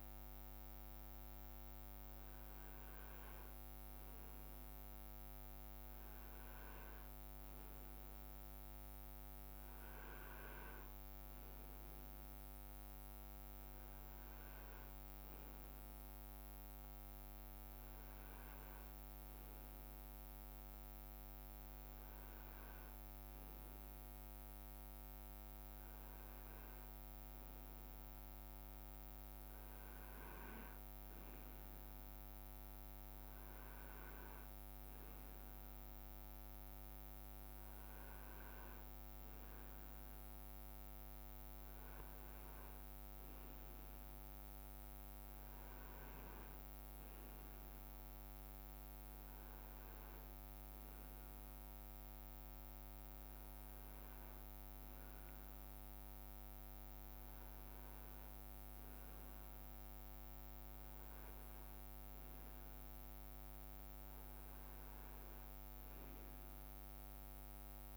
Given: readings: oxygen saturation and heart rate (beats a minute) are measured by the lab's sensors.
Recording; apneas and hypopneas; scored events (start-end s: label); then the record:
breathing in sleep, hard to hear, by a microphone on the trachea; none
none scored
From the record:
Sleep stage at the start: N2 (light sleep); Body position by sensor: on the right side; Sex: male